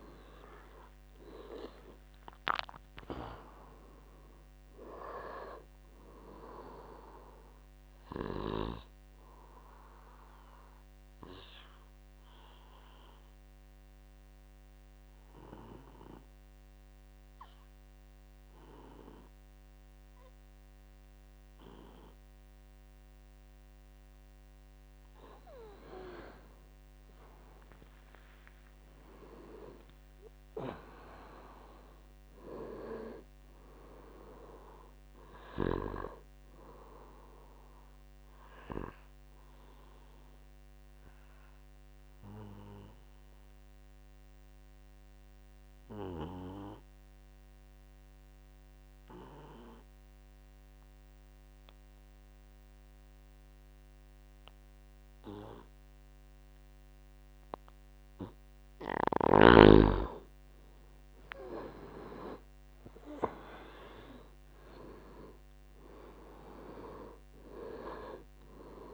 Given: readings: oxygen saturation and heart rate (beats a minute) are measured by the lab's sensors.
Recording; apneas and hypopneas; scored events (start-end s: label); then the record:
breathing in sleep by a microphone on the trachea; 2
0.00-21.00 s: oxygen desaturation (device-marked, oxygen 85% lowest, heart rate 53 extreme)
10.00-24.50 s: obstructive apnea (oxygen 99% before, 84% lowest, heart rate 71 before, 53 extreme, up 9 after)
26.50-30.50 s: arousal
37.00-52.00 s: oxygen desaturation (device-marked, oxygen 98% before, 90% lowest, heart rate 63 before, 53 extreme)
39.00-58.50 s: obstructive apnea (oxygen 99% before, 84% lowest, heart rate 64 before, 55 extreme, up 14 after)
62.50-66.50 s: arousal
64.00-68.94 s: oxygen desaturation (device-marked, oxygen 99% before, 84% lowest, heart rate 62 before, 55 extreme)
From the record:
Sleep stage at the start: N2 (light sleep); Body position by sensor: on the back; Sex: male